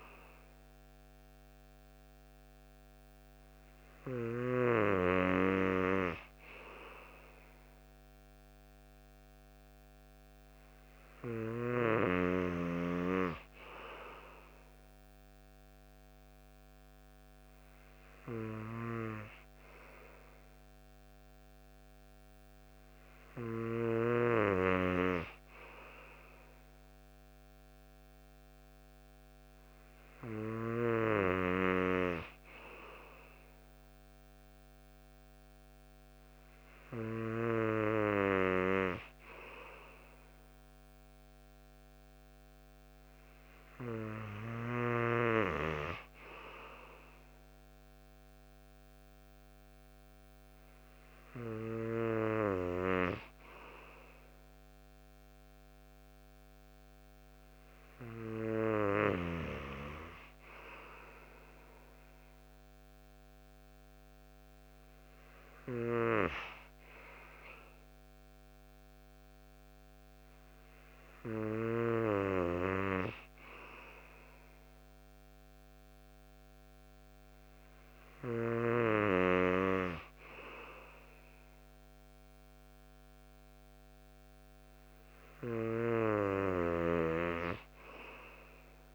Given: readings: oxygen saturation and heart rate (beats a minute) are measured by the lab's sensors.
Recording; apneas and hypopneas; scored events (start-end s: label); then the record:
breathing in sleep by a microphone on the trachea; none
none scored
From the record:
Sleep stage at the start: N3 (deep sleep); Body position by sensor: on the right side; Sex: male